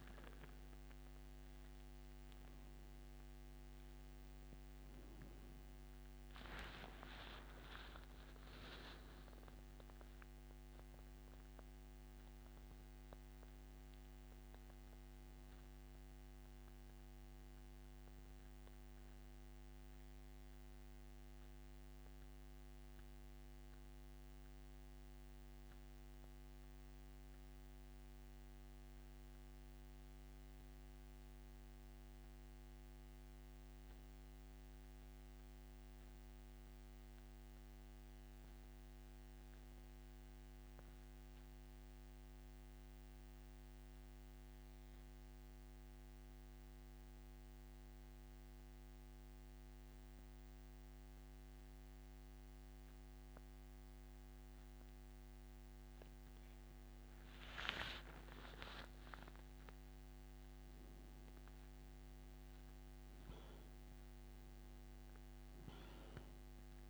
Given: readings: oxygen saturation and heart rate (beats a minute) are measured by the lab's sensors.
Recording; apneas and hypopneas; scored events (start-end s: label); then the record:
breathing in sleep, hard to hear, by a microphone on the trachea; 1
0.00-1.50 s: oxygen desaturation (device-marked, oxygen 86% lowest, heart rate 61 extreme)
22.00-55.00 s: central apnea (oxygen 98% before, 89% lowest, heart rate 82 before, 69 extreme, up 17 after)
35.50-63.50 s: oxygen desaturation (device-marked, oxygen 95% before, 89% lowest, heart rate 83 before, 69 extreme)
58.00-61.50 s: arousal
From the record:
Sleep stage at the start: N2 (light sleep); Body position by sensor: on the back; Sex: male